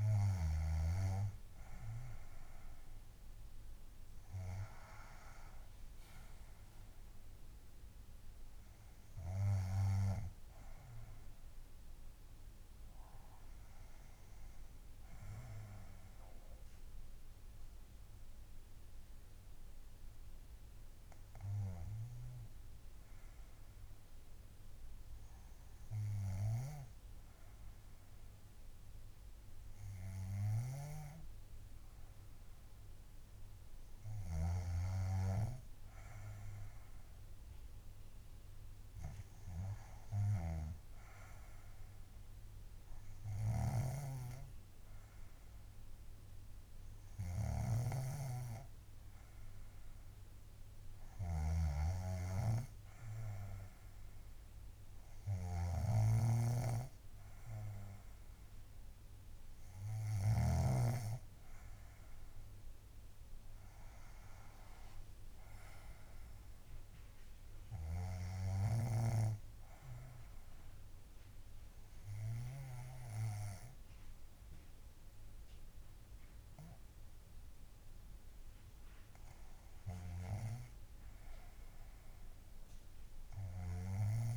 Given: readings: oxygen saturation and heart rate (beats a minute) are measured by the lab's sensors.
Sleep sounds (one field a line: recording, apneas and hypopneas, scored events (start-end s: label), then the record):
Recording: breathing in sleep by a room microphone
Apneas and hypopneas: 1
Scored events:
0.00-1.00 s: snoring (device-marked)
6.50-11.50 s: arousal
16.50-32.50 s: obstructive apnea (oxygen 100% before, 95% lowest, heart rate 72 before, 59 extreme, up 7 after)
31.00-61.00 s: snoring (device-marked)
34.00-37.00 s: arousal
36.50-55.50 s: oxygen desaturation (device-marked, oxygen 99% before, 95% lowest, heart rate 62 before, 54 extreme)
65.00-70.00 s: arousal
From the record:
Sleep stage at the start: N2 (light sleep)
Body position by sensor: on the back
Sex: female